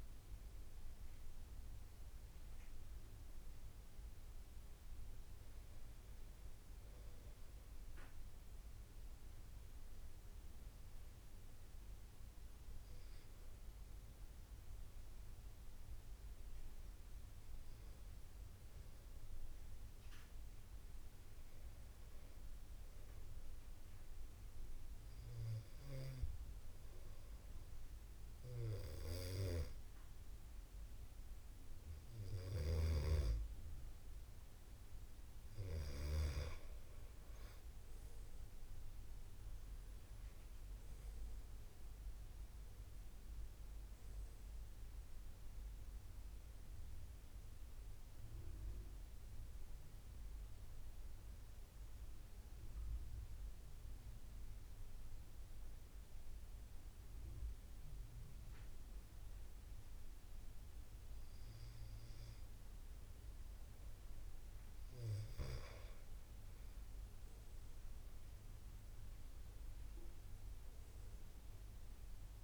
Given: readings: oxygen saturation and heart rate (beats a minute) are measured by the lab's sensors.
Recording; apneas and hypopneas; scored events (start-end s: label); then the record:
breathing in sleep by a room microphone; 1
38.00-43.00 s: arousal
40.00-58.00 s: oxygen desaturation (device-marked, oxygen 91% before, 88% lowest, heart rate 82 before, 73 extreme)
50.50-65.00 s: obstructive apnea (oxygen 92% before, 89% lowest, heart rate 83 before, 75 extreme, up 13 after)
66.50-70.50 s: arousal
69.00-72.44 s: oxygen desaturation (device-marked, oxygen 95% before, 89% lowest, heart rate 79 before, 68 extreme)
From the record:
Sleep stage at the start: N2 (light sleep); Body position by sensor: on the back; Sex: male